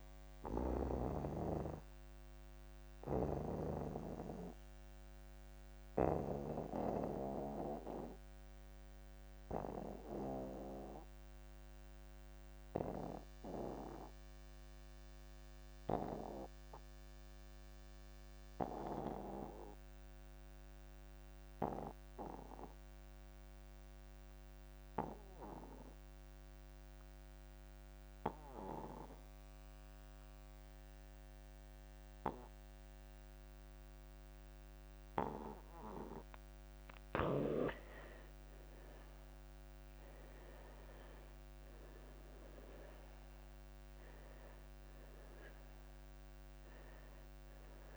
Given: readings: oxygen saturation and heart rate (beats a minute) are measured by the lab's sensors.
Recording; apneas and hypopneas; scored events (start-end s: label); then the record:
breathing in sleep by a microphone on the trachea; 1
0.00-15.00 s: oxygen desaturation (device-marked, oxygen 86% lowest)
2.00-37.00 s: obstructive apnea (oxygen 99% before, 77% lowest)
30.00-47.97 s: oxygen desaturation (device-marked, oxygen 97% before, 77% lowest)
39.50-44.00 s: arousal
From the record:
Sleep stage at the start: N2 (light sleep); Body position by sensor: on the back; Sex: male